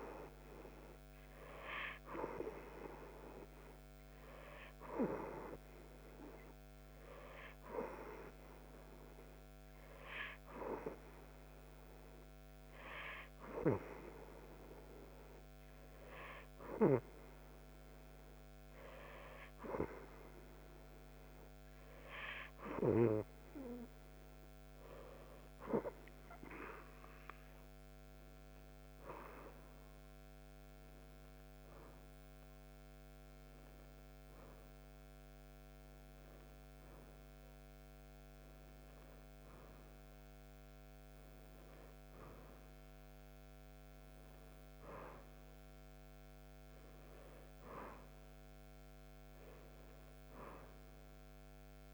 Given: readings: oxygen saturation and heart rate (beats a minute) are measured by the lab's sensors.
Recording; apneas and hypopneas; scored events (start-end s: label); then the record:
breathing in sleep by a microphone on the trachea; none
none scored
From the record:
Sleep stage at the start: N2 (light sleep); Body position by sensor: on the right side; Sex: female